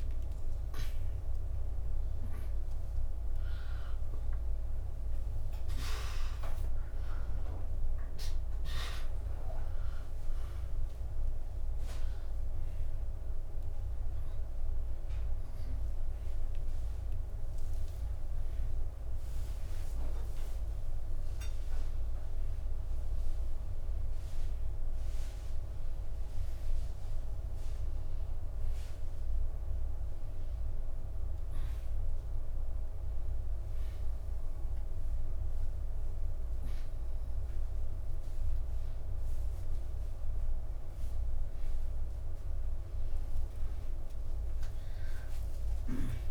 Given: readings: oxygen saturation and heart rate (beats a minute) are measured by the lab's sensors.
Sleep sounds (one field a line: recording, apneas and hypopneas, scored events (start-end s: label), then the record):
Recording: a person awake in a sleep study, hard to hear, by a room microphone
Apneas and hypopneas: none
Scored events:
none scored
From the record:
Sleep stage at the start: awake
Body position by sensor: upright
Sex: female